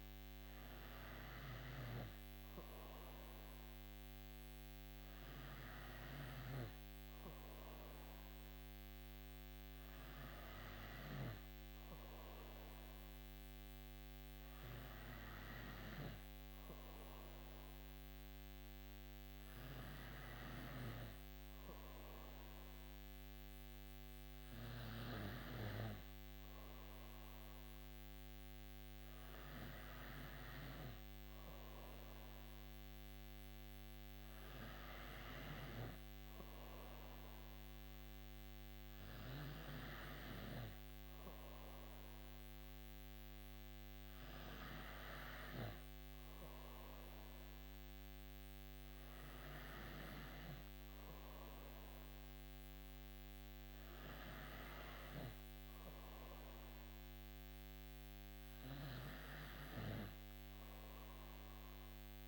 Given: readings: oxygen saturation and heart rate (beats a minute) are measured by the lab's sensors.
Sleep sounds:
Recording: breathing in sleep by a microphone on the trachea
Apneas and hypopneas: none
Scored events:
0.00-1.50 s: snoring (device-marked)
From the record:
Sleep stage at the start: N3 (deep sleep)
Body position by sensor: on the right side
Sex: female

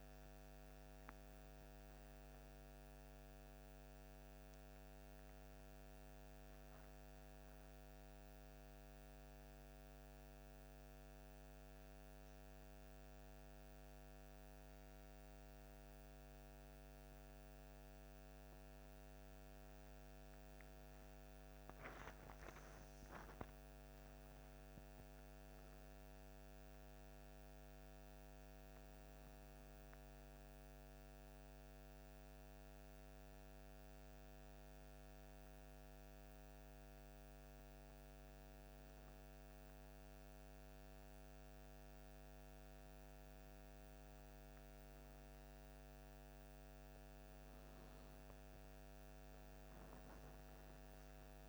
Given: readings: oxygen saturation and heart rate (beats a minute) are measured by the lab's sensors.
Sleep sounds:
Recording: breathing in sleep, hard to hear, by a microphone on the trachea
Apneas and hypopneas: 2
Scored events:
0.00-11.50 s: oxygen desaturation (device-marked, oxygen 94% lowest, heart rate 56 extreme)
10.00-20.00 s: hypopnea (oxygen 97% before, 94% lowest, heart rate 60 before, 56 extreme, up 33 after)
21.50-25.00 s: arousal
31.00-45.50 s: hypopnea (oxygen 97% before, 94% lowest, heart rate 70 before, 56 extreme, up 7 after)
48.50-51.49 s: arousal
From the record:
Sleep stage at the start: N2 (light sleep)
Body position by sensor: on the back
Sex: male

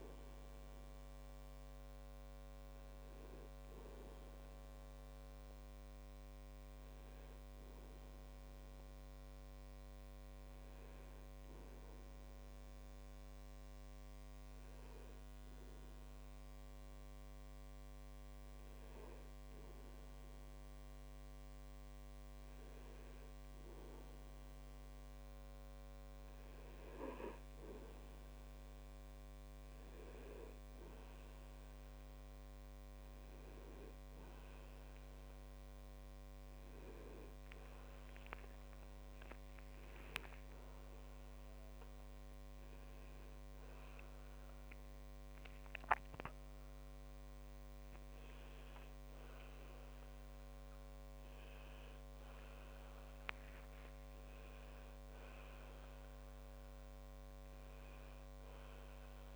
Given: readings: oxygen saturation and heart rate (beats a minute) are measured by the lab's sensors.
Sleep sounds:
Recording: breathing in sleep, hard to hear, by a microphone on the trachea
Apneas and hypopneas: 1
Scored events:
9.00-26.50 s: hypopnea (oxygen 97% before, 95% lowest)
41.50-47.00 s: arousal
49.00-59.36 s: new sleep stage, N1 (lightest sleep)
From the record:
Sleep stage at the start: N2 (light sleep)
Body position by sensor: on the back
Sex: male

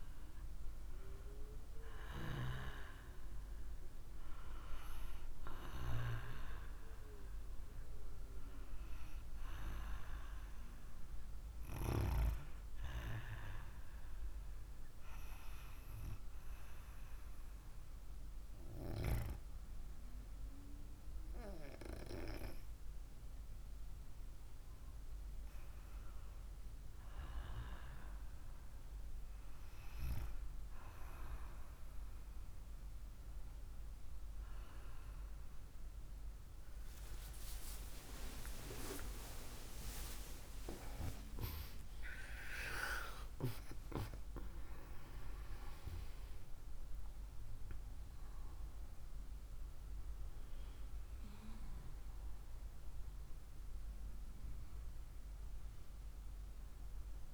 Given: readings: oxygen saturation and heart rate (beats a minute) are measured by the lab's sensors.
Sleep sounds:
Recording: a person partly awake in a sleep study, by a room microphone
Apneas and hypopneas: 1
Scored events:
13.00-25.00 s: hypopnea (oxygen 97% before, 95% lowest, heart rate 64 before, 63 extreme, up 4 after)
41.50-57.34 s: new sleep stage, awake
From the record:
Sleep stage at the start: N2 (light sleep)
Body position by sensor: on the right side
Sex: female

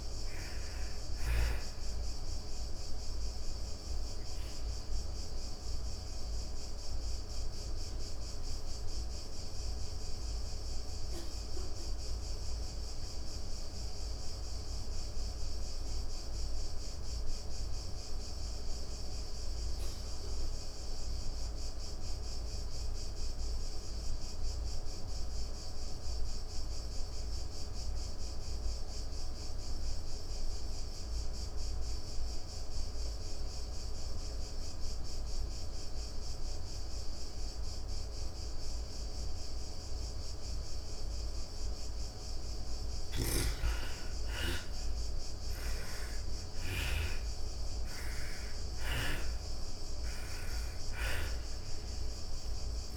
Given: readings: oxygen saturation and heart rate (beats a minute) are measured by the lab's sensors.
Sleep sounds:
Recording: breathing in sleep by a room microphone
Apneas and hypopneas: 1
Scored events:
0.00-22.00 s: oxygen desaturation (device-marked, oxygen 73% lowest, heart rate 56 extreme)
3.00-40.00 s: obstructive apnea (oxygen 98% before, 73% lowest, heart rate 90 before, 50 extreme, up 37 after)
35.00-52.97 s: oxygen desaturation (device-marked, oxygen 99% before, 73% lowest, heart rate 110 before, 50 extreme)
42.00-46.00 s: arousal
From the record:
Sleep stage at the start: N2 (light sleep)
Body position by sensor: on the back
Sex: female

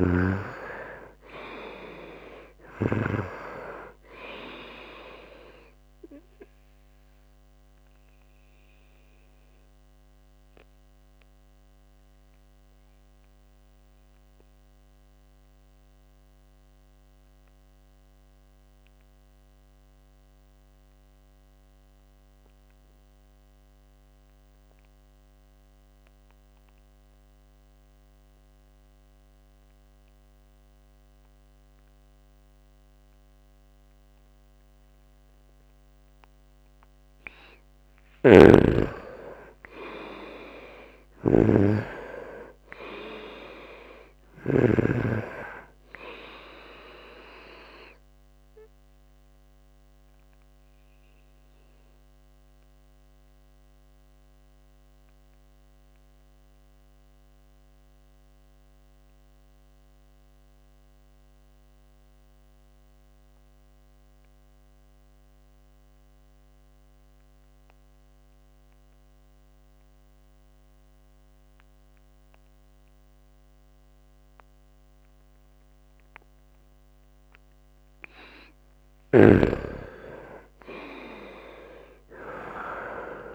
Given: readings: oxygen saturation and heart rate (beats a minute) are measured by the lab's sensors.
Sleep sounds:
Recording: breathing in sleep by a microphone on the trachea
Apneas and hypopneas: 2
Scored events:
0.00-1.00 s: arousal
0.00-24.00 s: oxygen desaturation (device-marked, oxygen 80% lowest, heart rate 68 extreme)
9.50-36.50 s: obstructive apnea (oxygen 99% before, 80% lowest, heart rate 72 before, 68 extreme, up 4 after)
37.00-41.00 s: arousal
37.50-44.00 s: snoring (device-marked)
38.00-64.00 s: oxygen desaturation (device-marked, oxygen 98% before, 83% lowest, heart rate 73 before, 67 extreme)
49.00-76.00 s: obstructive apnea (oxygen 98% before, 83% lowest, heart rate 72 before, 67 extreme, up 3 after)
78.00-83.34 s: oxygen desaturation (device-marked, oxygen 98% before, 83% lowest, heart rate 71 before, 67 extreme)
78.50-83.34 s: arousal
From the record:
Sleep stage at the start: N2 (light sleep)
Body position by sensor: on the right side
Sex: male

